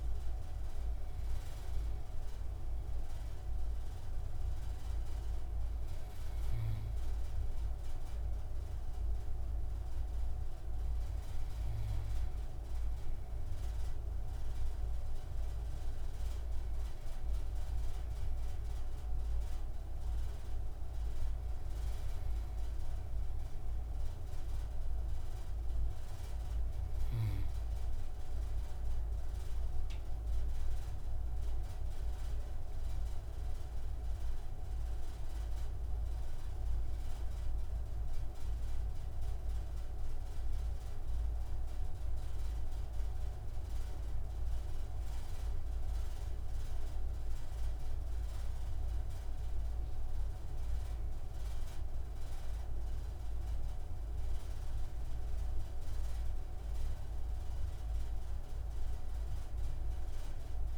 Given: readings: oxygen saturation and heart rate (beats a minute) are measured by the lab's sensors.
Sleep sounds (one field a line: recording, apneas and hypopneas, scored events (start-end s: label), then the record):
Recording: breathing in sleep, hard to hear, by a room microphone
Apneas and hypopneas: none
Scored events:
none scored
From the record:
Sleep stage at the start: N2 (light sleep)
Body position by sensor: on the right side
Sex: male